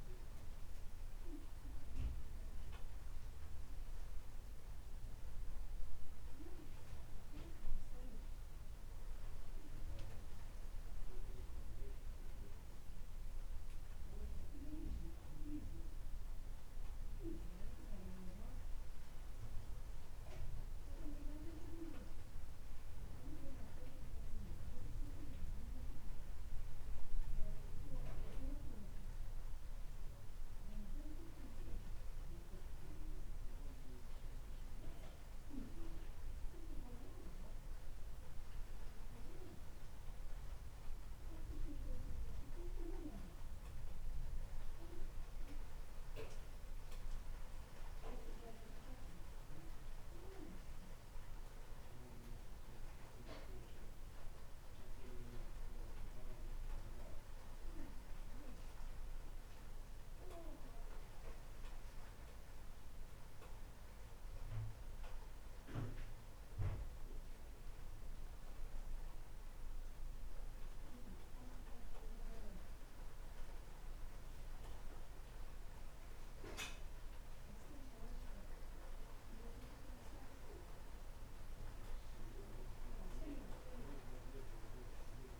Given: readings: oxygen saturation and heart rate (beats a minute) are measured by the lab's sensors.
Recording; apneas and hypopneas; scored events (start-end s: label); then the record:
breathing in sleep by a room microphone; none
none scored
From the record:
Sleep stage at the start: N1 (lightest sleep); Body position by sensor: on the right side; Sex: male